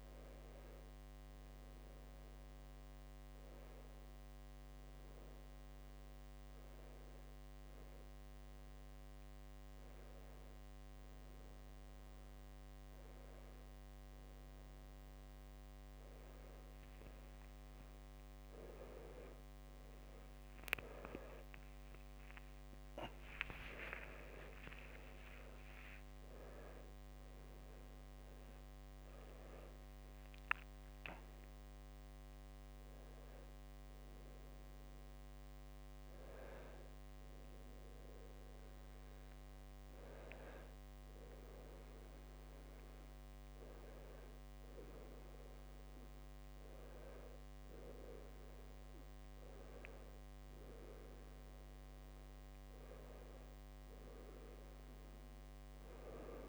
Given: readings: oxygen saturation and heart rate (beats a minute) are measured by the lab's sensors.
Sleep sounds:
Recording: a person awake in a sleep study, by a microphone on the trachea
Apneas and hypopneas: none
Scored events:
9.50-56.49 s: new sleep stage, awake
From the record:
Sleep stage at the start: N1 (lightest sleep)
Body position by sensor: on the back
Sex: male

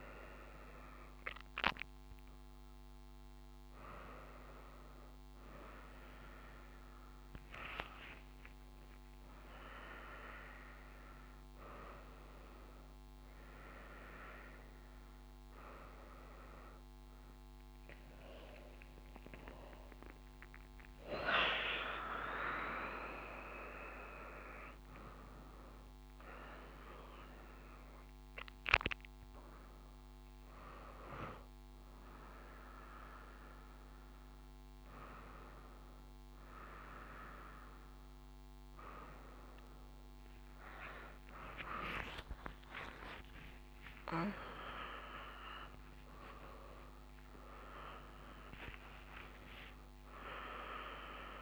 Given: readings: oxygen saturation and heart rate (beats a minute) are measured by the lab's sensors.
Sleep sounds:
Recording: a person awake in a sleep study, by a microphone on the trachea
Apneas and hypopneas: none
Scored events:
none scored
From the record:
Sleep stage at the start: awake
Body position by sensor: on the front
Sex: female

